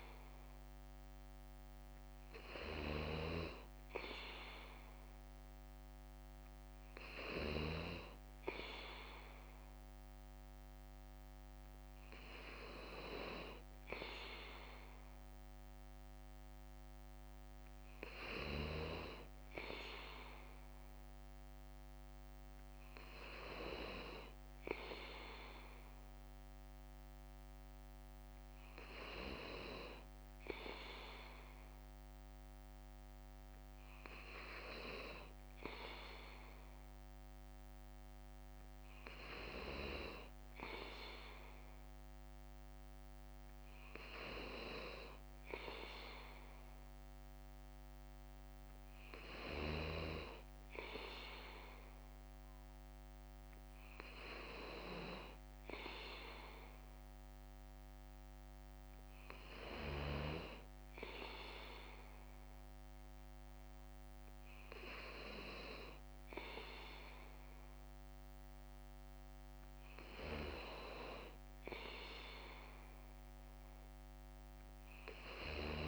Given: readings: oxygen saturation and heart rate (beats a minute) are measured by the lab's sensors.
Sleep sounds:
breathing in sleep by a microphone on the trachea; none
6.50-34.50 s: bradycardia (device-marked, heart rate 58 before, 55 extreme)
62.50-66.50 s: bradycardia (device-marked, heart rate 58 before, 59 extreme)
From the record:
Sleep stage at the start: N2 (light sleep); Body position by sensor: on the back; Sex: male

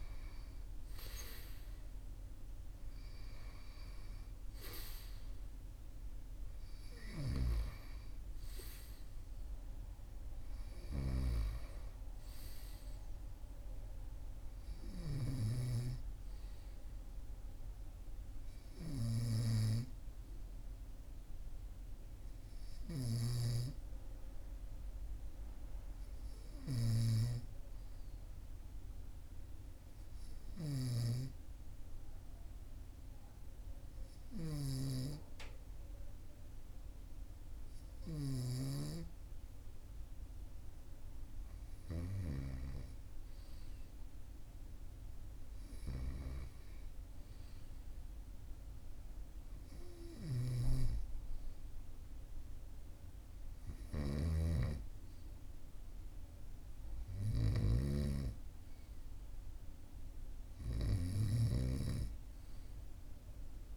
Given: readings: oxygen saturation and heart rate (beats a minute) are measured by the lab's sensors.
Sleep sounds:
breathing in sleep by a room microphone; 1
0.00-3.50 s: arousal
30.00-41.50 s: obstructive apnea (oxygen 97% before, 96% lowest, heart rate 43 before, 42 extreme, up 2 after)
43.50-46.50 s: arousal
54.00-58.00 s: snoring (device-marked)
From the record:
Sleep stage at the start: N2 (light sleep); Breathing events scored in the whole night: 227 in 7.2 hours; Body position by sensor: on the right side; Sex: male

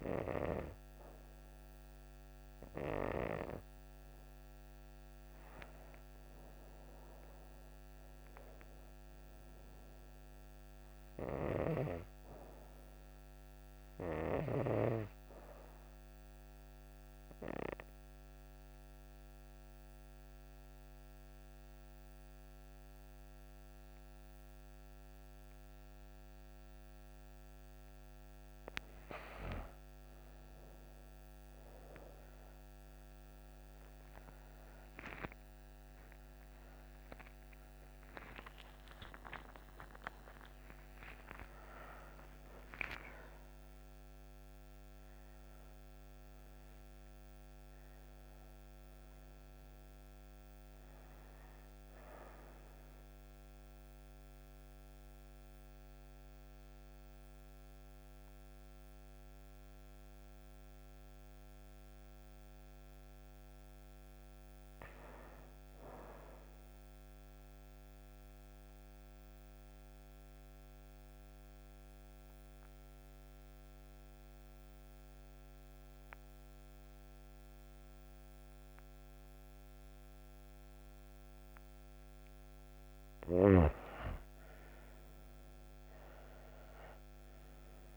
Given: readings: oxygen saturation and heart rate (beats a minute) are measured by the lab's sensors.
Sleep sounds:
breathing in sleep by a microphone on the trachea; 2
0.00-9.50 s: oxygen desaturation (device-marked, oxygen 94% lowest)
10.50-28.00 s: obstructive apnea (oxygen 98% before, 92% lowest)
30.50-51.50 s: oxygen desaturation (device-marked, oxygen 97% before, 92% lowest)
34.00-40.50 s: arousal
68.00-81.00 s: obstructive apnea (oxygen 96% before, 92% lowest)
84.00-87.97 s: arousal
85.50-87.97 s: oxygen desaturation (device-marked, oxygen 98% before, 92% lowest)
From the record:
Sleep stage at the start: N2 (light sleep); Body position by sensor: on the right side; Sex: female

